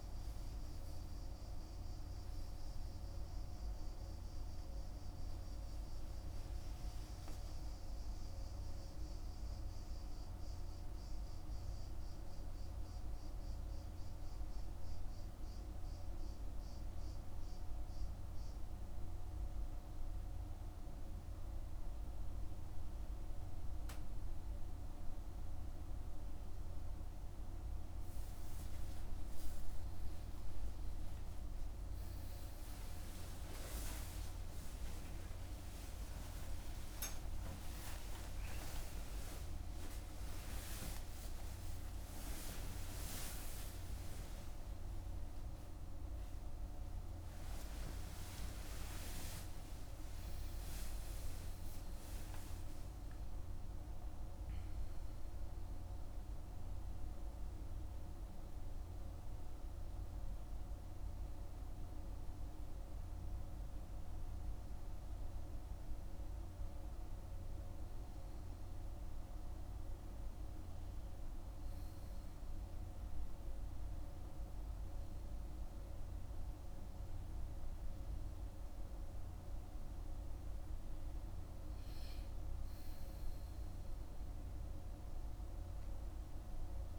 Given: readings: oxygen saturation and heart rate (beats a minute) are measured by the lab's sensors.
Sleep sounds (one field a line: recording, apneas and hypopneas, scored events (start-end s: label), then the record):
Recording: a person partly awake in a sleep study, hard to hear, by a room microphone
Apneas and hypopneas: none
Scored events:
27.50-57.50 s: new sleep stage, awake
40.50-49.50 s: tachycardia (device-marked, heart rate 56 before, 160 extreme)
57.50-86.99 s: new sleep stage, N1 (lightest sleep)
From the record:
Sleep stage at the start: N1 (lightest sleep)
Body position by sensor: on the back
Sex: male